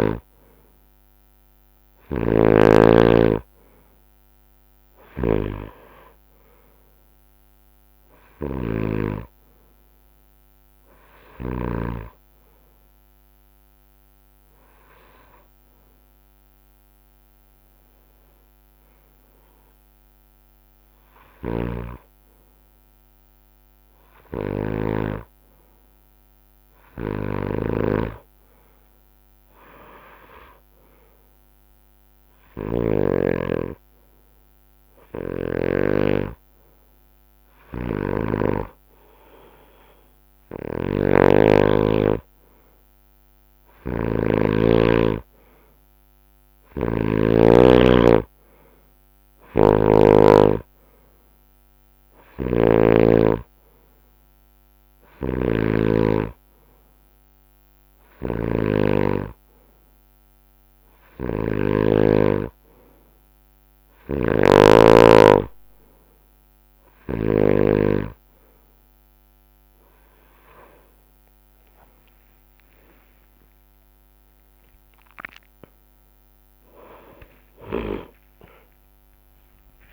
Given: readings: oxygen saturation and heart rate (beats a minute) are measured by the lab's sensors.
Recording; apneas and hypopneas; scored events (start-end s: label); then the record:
breathing in sleep by a microphone on the trachea; none
0.00-2.50 s: snoring (device-marked)
5.50-7.50 s: long interval between heartbeats (device-marked, heart rate 68 before, 70 extreme)
24.00-33.00 s: snoring (device-marked)
40.50-47.00 s: snoring (device-marked)
49.00-64.50 s: snoring (device-marked)
71.50-73.50 s: long interval between heartbeats (device-marked, heart rate 71 before, 79 extreme)
75.00-79.93 s: new sleep stage, awake
77.00-79.93 s: tachycardia (device-marked, heart rate 68 before, 117 extreme)
From the record:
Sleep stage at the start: N2 (light sleep); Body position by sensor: on the right side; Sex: male